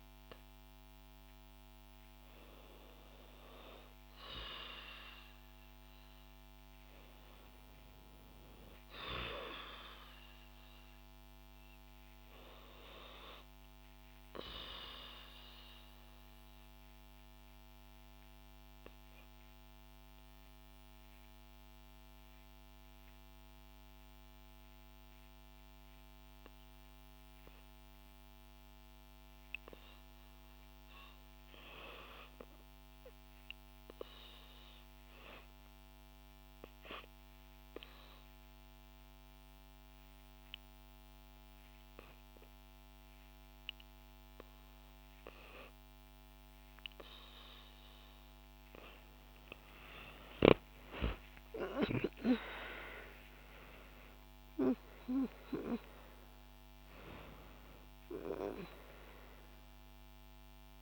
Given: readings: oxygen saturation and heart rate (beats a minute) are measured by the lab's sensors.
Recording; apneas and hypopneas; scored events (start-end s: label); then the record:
breathing in sleep by a microphone on the trachea; 1
16.00-48.50 s: hypopnea (oxygen 97% before, 82% lowest, heart rate 66 before, 62 extreme, up 12 after)
32.50-60.81 s: oxygen desaturation (device-marked, oxygen 96% before, 82% lowest, heart rate 63 before, 60 extreme)
49.50-54.00 s: arousal
From the record:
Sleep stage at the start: REM sleep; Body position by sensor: on the back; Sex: female